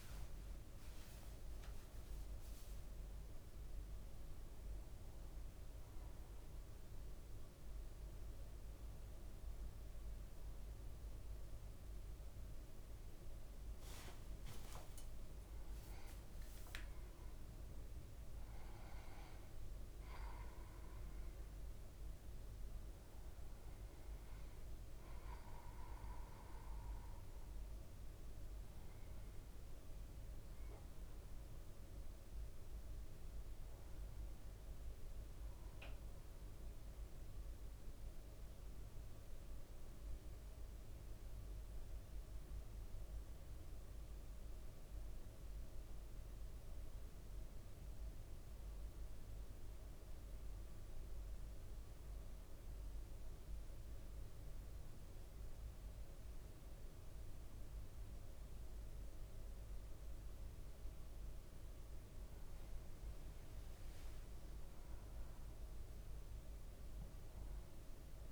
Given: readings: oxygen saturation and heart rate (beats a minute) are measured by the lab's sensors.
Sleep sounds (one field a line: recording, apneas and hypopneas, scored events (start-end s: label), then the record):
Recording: breathing in sleep, hard to hear, by a room microphone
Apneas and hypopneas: 1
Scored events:
12.00-16.50 s: arousal
14.00-16.00 s: leg movement (device-marked)
31.50-68.32 s: new sleep stage, N2 (light sleep)
37.50-51.00 s: central apnea (oxygen 99% before, 96% lowest, heart rate 58 before, 55 extreme, up 2 after)
55.00-58.50 s: arousal
62.00-64.50 s: leg movement (device-marked)
From the record:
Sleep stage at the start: N1 (lightest sleep)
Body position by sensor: on the back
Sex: male